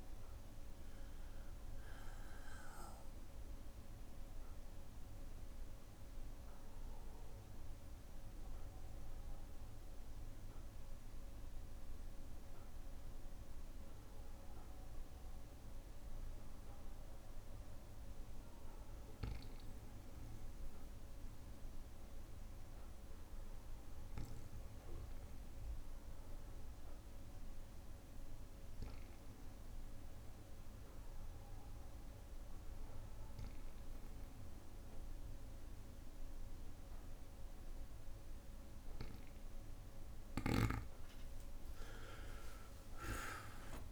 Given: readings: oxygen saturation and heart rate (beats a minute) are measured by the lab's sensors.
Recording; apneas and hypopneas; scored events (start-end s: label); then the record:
breathing in sleep, hard to hear, by a room microphone; 1
0.00-16.00 s: oxygen desaturation (device-marked, oxygen 92% lowest, heart rate 58 extreme)
5.00-38.50 s: obstructive apnea (oxygen 99% before, 91% lowest, heart rate 64 before, 58 extreme, up 13 after)
7.00-19.00 s: bradycardia (device-marked, heart rate 63 before, 58 extreme)
33.00-43.92 s: oxygen desaturation (device-marked, oxygen 99% before, 91% lowest, heart rate 60 before, 58 extreme)
41.00-43.92 s: arousal
From the record:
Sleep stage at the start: N2 (light sleep); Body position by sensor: on the back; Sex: male